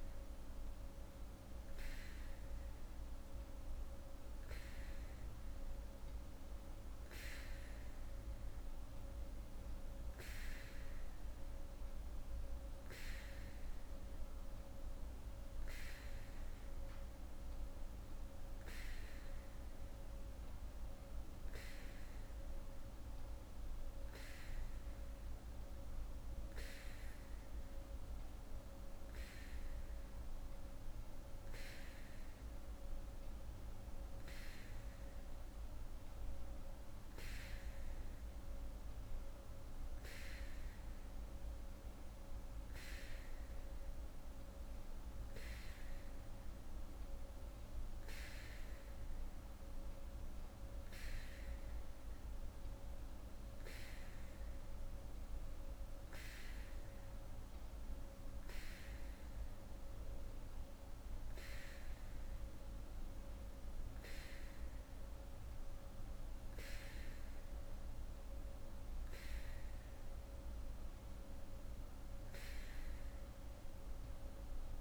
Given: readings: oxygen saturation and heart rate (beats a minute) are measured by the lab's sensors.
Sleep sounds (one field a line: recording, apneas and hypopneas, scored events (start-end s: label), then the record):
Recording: breathing in sleep, hard to hear, by a room microphone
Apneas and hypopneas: none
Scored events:
none scored
From the record:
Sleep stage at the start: N3 (deep sleep)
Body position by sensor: on the back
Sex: female